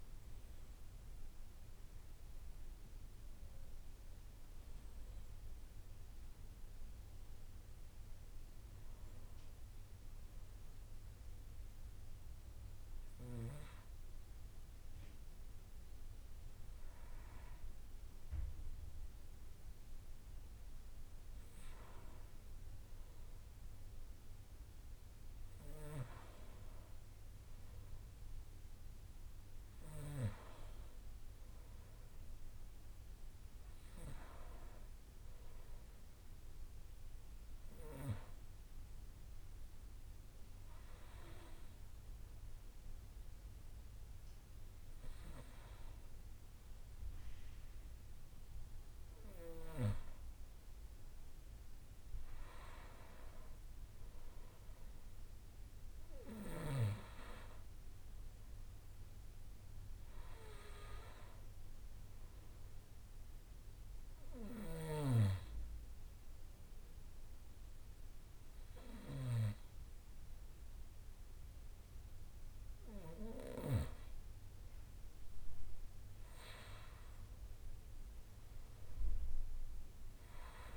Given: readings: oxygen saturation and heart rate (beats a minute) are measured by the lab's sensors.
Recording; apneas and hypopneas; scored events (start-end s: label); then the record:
breathing in sleep by a room microphone; 2
0.00-1.00 s: arousal
30.00-35.00 s: arousal
39.50-49.50 s: hypopnea (oxygen 96% before, 90% lowest, heart rate 64 before, 63 extreme, up 2 after)
52.00-57.50 s: arousal
63.50-73.50 s: hypopnea (oxygen 96% before, 89% lowest, heart rate 64 before, 64 extreme, up 3 after)
74.50-79.00 s: arousal
From the record:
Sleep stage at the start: N2 (light sleep); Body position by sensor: on the back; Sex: male